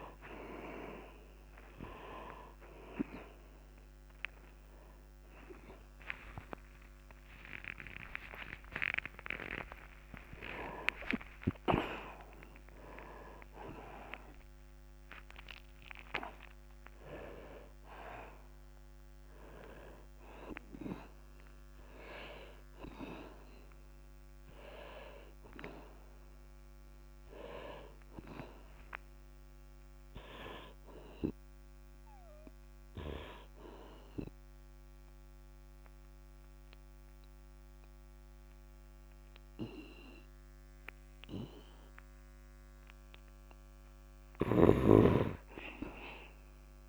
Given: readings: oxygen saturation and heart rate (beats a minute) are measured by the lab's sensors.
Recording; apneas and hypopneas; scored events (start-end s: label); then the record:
a person awake in a sleep study, by a microphone on the trachea; none
0.00-25.00 s: oxygen desaturation (device-marked, oxygen 73% lowest, heart rate 46 extreme)
8.50-10.50 s: long interval between heartbeats (device-marked, heart rate 56 before, 89 extreme)
44.00-46.89 s: snoring (device-marked)
From the record:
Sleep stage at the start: awake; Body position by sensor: on the back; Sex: male